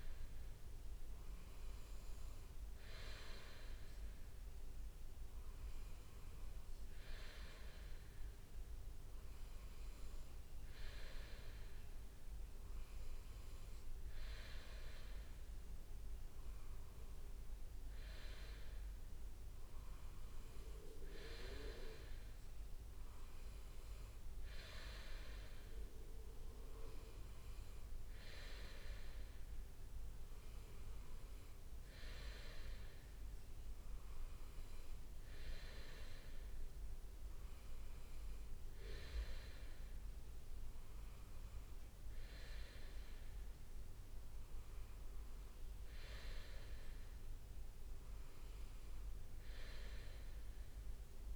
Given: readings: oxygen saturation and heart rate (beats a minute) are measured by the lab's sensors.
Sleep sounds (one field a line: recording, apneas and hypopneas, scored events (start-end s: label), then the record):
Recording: breathing in sleep by a room microphone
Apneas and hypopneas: none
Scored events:
0.00-4.50 s: leg movement (device-marked)
9.50-11.00 s: leg movement (device-marked)
12.50-14.50 s: leg movement (device-marked)
23.00-24.00 s: leg movement (device-marked)
27.00-28.50 s: leg movement (device-marked)
30.50-32.00 s: leg movement (device-marked)
37.50-39.00 s: leg movement (device-marked)
40.50-42.50 s: leg movement (device-marked)
44.00-46.50 s: leg movement (device-marked)
48.00-49.50 s: leg movement (device-marked)
From the record:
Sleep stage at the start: N2 (light sleep)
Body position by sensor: on the right side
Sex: male